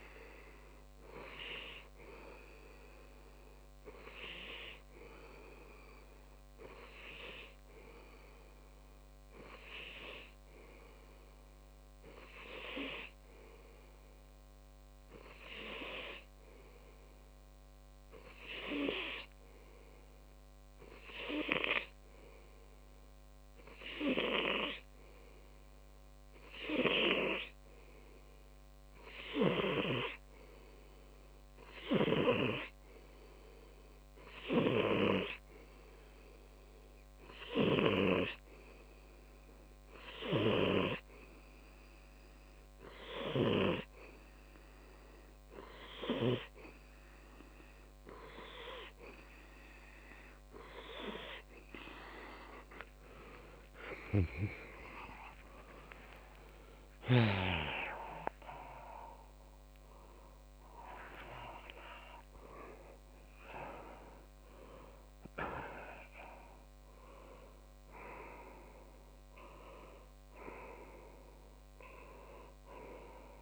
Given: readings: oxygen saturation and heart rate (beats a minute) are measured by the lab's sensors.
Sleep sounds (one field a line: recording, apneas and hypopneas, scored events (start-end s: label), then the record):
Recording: a person partly awake in a sleep study, by a microphone on the trachea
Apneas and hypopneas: 1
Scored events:
0.50-52.00 s: hypopnea (oxygen 96% before, 95% lowest)
53.50-73.42 s: new sleep stage, awake
63.00-65.00 s: long interval between heartbeats (device-marked)
From the record:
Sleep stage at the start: N2 (light sleep)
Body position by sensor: on the left side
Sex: male